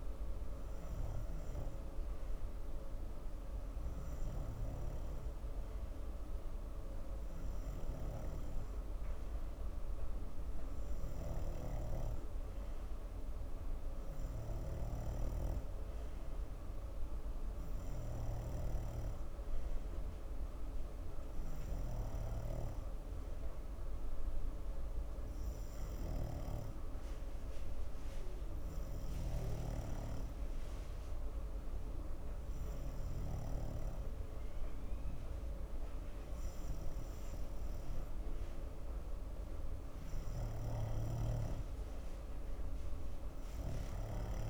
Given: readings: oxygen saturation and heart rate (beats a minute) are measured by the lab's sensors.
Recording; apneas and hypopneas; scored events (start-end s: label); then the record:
breathing in sleep, hard to hear, by a room microphone; none
12.00-34.50 s: snoring (device-marked)
41.00-44.50 s: snoring (device-marked)
From the record:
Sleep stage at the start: N2 (light sleep); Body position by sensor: on the front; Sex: male